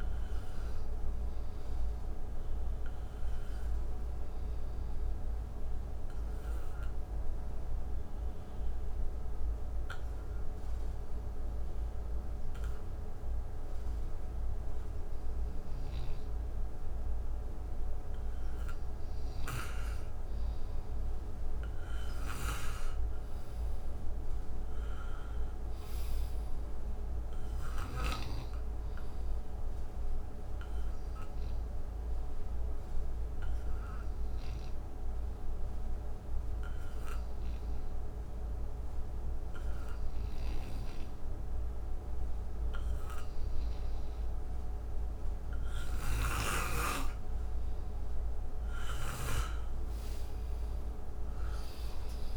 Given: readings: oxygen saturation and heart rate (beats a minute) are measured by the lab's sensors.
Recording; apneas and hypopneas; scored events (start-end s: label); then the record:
breathing in sleep by a room microphone; 2
0.00-7.50 s: oxygen desaturation (device-marked, oxygen 88% lowest, heart rate 60 extreme)
2.00-20.00 s: obstructive apnea (oxygen 94% before, 88% lowest, heart rate 70 before, 61 extreme, up 9 after)
21.50-25.00 s: arousal
25.50-38.50 s: oxygen desaturation (device-marked, oxygen 96% before, 89% lowest, heart rate 64 before, 65 extreme)
29.00-47.50 s: obstructive apnea (oxygen 97% before, 86% lowest, heart rate 65 before, 58 extreme, up 8 after)
46.00-49.50 s: snoring (device-marked)
47.50-52.37 s: oxygen desaturation (device-marked, oxygen 95% before, 88% lowest, heart rate 68 before, 58 extreme)
50.50-52.37 s: arousal
From the record:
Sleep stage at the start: N2 (light sleep); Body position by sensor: on the right side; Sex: male